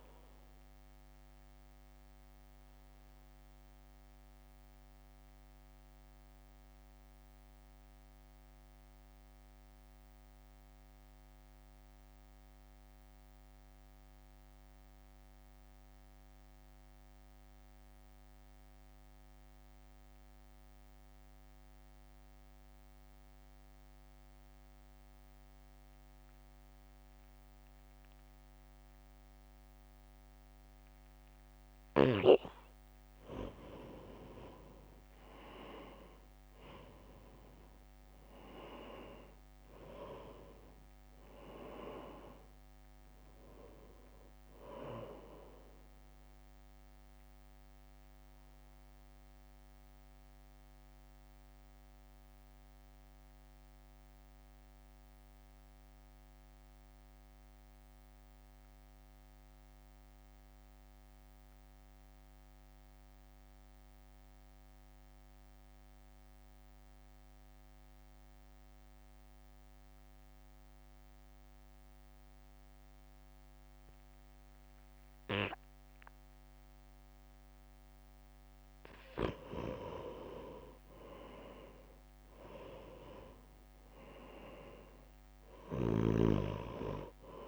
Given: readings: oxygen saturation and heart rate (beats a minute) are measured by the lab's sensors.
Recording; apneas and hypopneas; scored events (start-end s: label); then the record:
breathing in sleep by a microphone on the trachea; 2
0.00-6.00 s: drop in pulse transit time (device-marked, heart rate 54 extreme)
0.00-19.00 s: oxygen desaturation (device-marked, oxygen 89% lowest, heart rate 54 extreme)
0.50-32.50 s: mixed apnea (oxygen 98% before, 89% lowest, heart rate 61 before, 55 extreme, up 1 after)
32.00-64.00 s: oxygen desaturation (device-marked, oxygen 98% before, 89% lowest, heart rate 62 before, 55 extreme)
39.00-42.50 s: arousal
39.00-52.00 s: drop in pulse transit time (device-marked, heart rate 64 before, 55 extreme)
47.00-77.00 s: mixed apnea (oxygen 98% before, 89% lowest, heart rate 61 before, 55 extreme, up 2 after)
75.00-87.48 s: oxygen desaturation (device-marked, oxygen 98% before, 89% lowest, heart rate 62 before, 55 extreme)
80.00-87.48 s: drop in pulse transit time (device-marked, heart rate 62 before, 55 extreme)
81.50-84.50 s: arousal
From the record:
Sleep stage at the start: N2 (light sleep); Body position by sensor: on the right side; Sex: male